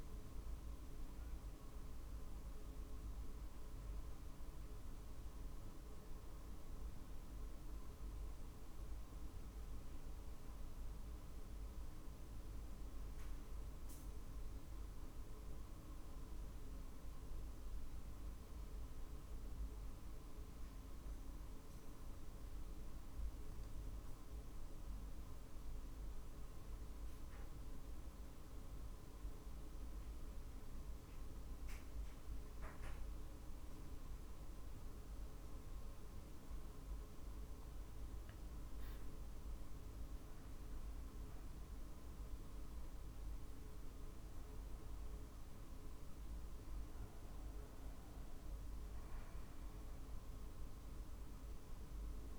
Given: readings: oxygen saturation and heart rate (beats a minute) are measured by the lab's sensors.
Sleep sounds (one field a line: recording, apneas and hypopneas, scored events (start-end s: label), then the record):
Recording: breathing in sleep, hard to hear, by a room microphone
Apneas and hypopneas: 1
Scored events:
0.00-8.00 s: oxygen desaturation (device-marked, oxygen 87% lowest, heart rate 48 extreme)
5.50-33.50 s: obstructive apnea (oxygen 94% before, 92% lowest, heart rate 50 before, 46 extreme, up 3 after)
7.00-52.39 s: new sleep stage, REM sleep
34.50-38.00 s: arousal
From the record:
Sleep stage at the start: N2 (light sleep)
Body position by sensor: on the back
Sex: male